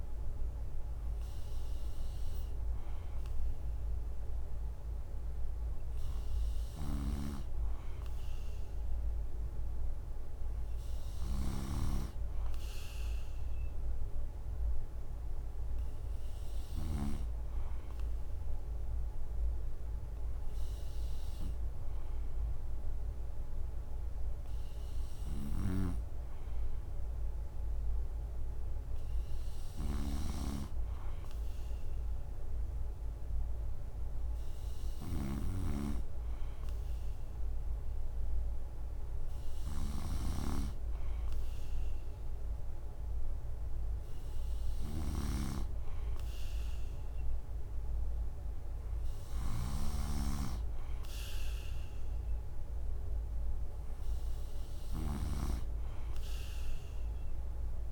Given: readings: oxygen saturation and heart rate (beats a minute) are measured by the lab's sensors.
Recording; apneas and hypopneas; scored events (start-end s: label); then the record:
breathing in sleep by a room microphone; none
6.50-17.00 s: snoring (device-marked)
25.00-57.92 s: snoring (device-marked)
From the record:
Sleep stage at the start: N3 (deep sleep); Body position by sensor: on the right side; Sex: male